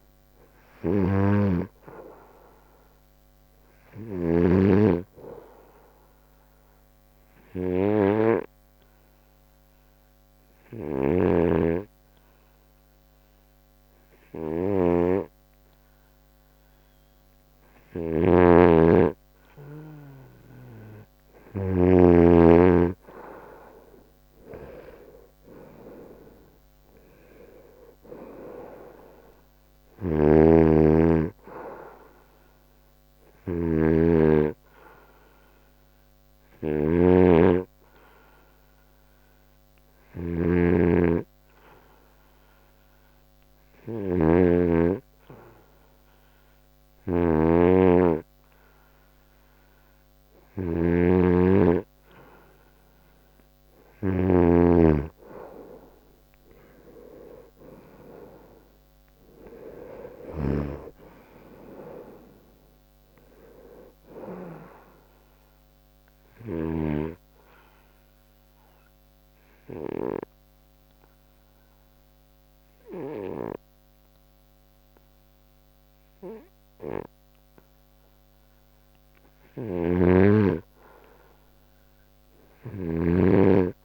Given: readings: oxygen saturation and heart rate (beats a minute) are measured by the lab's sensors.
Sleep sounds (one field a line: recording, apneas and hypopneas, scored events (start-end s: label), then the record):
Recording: breathing in sleep by a microphone on the trachea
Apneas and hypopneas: 3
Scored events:
0.50-4.50 s: arousal
6.50-21.00 s: hypopnea (oxygen 95% before, 90% lowest, heart rate 82 before, 71 extreme, up 11 after)
18.50-22.50 s: snoring (device-marked)
24.50-29.00 s: arousal
30.50-45.00 s: snoring (device-marked)
36.00-54.00 s: hypopnea (oxygen 95% before, 90% lowest, heart rate 76 before, 70 extreme, up 10 after)
43.50-57.50 s: oxygen desaturation (device-marked, oxygen 95% before, 90% lowest, heart rate 78 before, 70 extreme)
51.00-55.00 s: snoring (device-marked)
58.00-62.00 s: arousal
68.50-79.50 s: obstructive apnea (oxygen 96% before, 91% lowest, heart rate 76 before, 72 extreme, up 5 after)
80.00-83.85 s: snoring (device-marked)
From the record:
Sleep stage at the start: N2 (light sleep)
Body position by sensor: on the right side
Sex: male